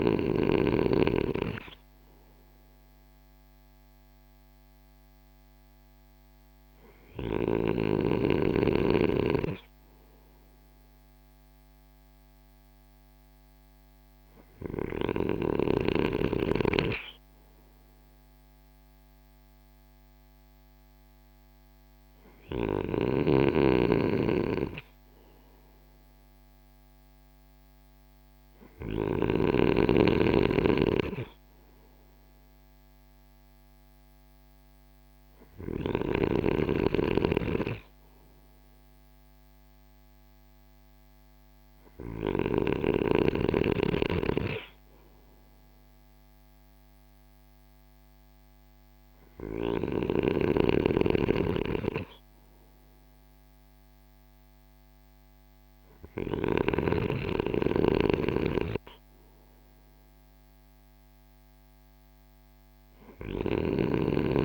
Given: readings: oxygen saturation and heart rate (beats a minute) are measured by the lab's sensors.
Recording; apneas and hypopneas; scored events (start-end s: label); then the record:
breathing in sleep by a microphone on the trachea; none
35.00-41.50 s: snoring (device-marked)
62.50-64.45 s: snoring (device-marked)
From the record:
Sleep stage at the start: N2 (light sleep); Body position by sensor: on the right side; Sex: male